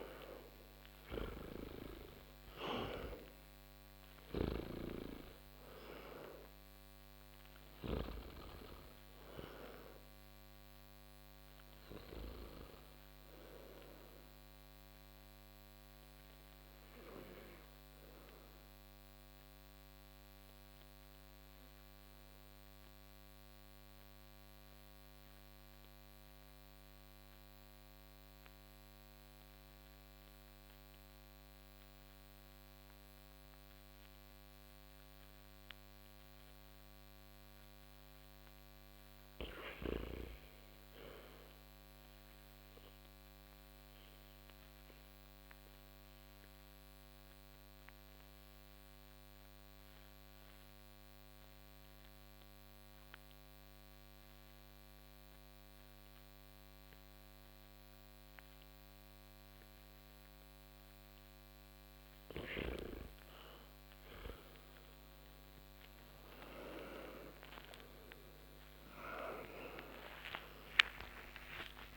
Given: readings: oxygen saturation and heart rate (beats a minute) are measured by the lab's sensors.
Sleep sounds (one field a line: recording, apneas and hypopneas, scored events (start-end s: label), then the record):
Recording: breathing in sleep by a microphone on the trachea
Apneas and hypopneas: 1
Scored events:
4.00-29.00 s: oxygen desaturation (device-marked, oxygen 95% before, 86% lowest)
12.00-71.97 s: new sleep stage, REM sleep
15.50-60.50 s: obstructive apnea (oxygen 95% before, 81% lowest)
51.00-71.97 s: oxygen desaturation (device-marked, oxygen 96% before, 84% lowest)
69.50-71.97 s: arousal
From the record:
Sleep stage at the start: N2 (light sleep)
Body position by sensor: on the back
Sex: male